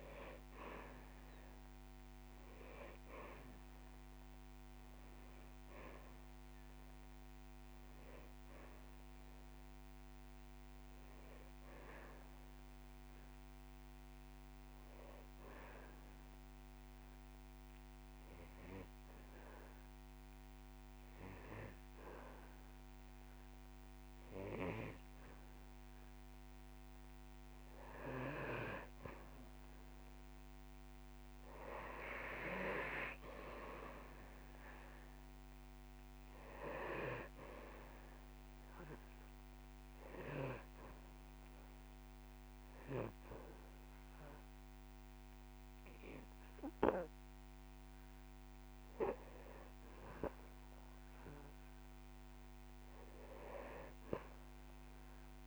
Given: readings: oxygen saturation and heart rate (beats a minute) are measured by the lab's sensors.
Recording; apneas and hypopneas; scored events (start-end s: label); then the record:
breathing in sleep by a microphone on the trachea; 2
0.00-2.00 s: long interval between heartbeats (device-marked)
10.50-13.50 s: arousal
16.00-27.00 s: obstructive apnea (oxygen 98% before, 94% lowest)
31.00-34.00 s: arousal
40.50-51.00 s: obstructive apnea (oxygen 98% before, 94% lowest)
41.50-43.50 s: long interval between heartbeats (device-marked)
53.00-55.47 s: arousal
From the record:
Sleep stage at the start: N2 (light sleep); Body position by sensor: on the back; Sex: male